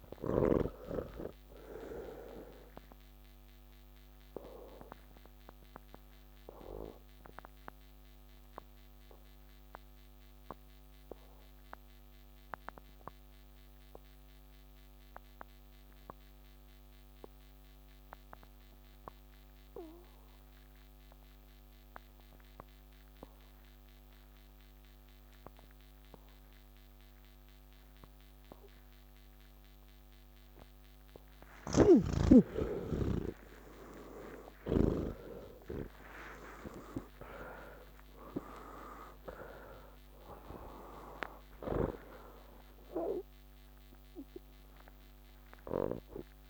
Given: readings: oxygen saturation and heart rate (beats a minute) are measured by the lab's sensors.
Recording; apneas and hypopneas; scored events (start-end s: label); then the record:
breathing in sleep by a microphone on the trachea; 1
0.00-18.00 s: oxygen desaturation (device-marked, oxygen 79% lowest)
4.00-32.00 s: obstructive apnea (oxygen 98% before, 77% lowest)
20.00-46.50 s: new sleep stage, N3 (deep sleep)
23.00-46.50 s: oxygen desaturation (device-marked, oxygen 98% before, 77% lowest)
32.00-35.50 s: snoring (device-marked)
From the record:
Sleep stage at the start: N2 (light sleep); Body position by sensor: on the back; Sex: male